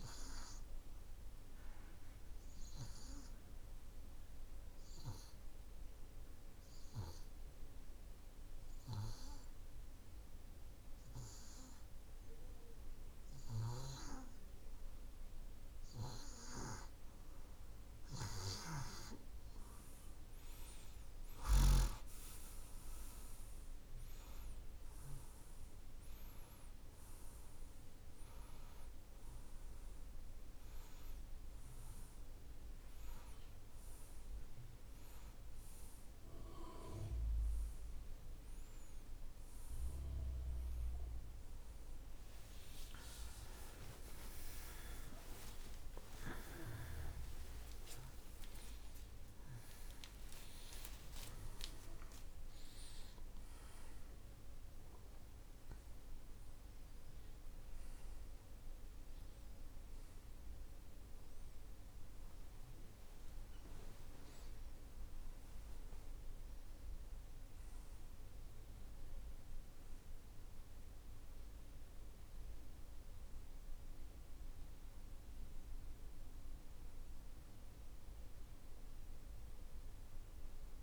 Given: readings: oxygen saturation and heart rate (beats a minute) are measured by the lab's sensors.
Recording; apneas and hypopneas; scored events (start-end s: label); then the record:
a person awake in a sleep study, by a room microphone; 1
0.00-13.00 s: oxygen desaturation (device-marked, oxygen 89% lowest)
1.00-15.00 s: obstructive apnea (oxygen 94% before, 88% lowest)
35.00-80.83 s: new sleep stage, awake
41.00-64.00 s: oxygen desaturation (device-marked, oxygen 94% before, 88% lowest)
From the record:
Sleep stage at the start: N2 (light sleep); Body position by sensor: on the right side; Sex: male